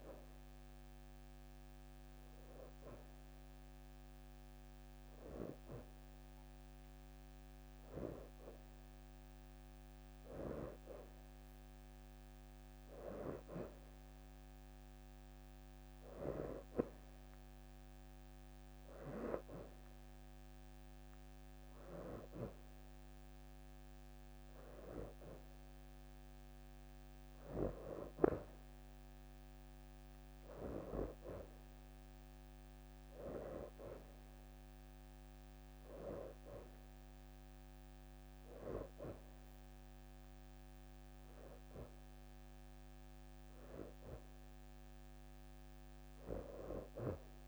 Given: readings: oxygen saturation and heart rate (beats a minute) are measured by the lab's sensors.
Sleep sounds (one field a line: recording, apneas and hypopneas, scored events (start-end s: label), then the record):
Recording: breathing in sleep by a microphone on the trachea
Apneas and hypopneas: none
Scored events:
0.00-13.50 s: oxygen desaturation (device-marked, oxygen 85% lowest, heart rate 77 extreme)
17.50-18.50 s: leg movement (device-marked)
21.50-31.50 s: oxygen desaturation (device-marked, oxygen 92% before, 87% lowest, heart rate 79 before, 78 extreme)
33.50-47.48 s: oxygen desaturation (device-marked, oxygen 90% before, 87% lowest, heart rate 80 before, 78 extreme)
From the record:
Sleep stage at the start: N2 (light sleep)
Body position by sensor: on the back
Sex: female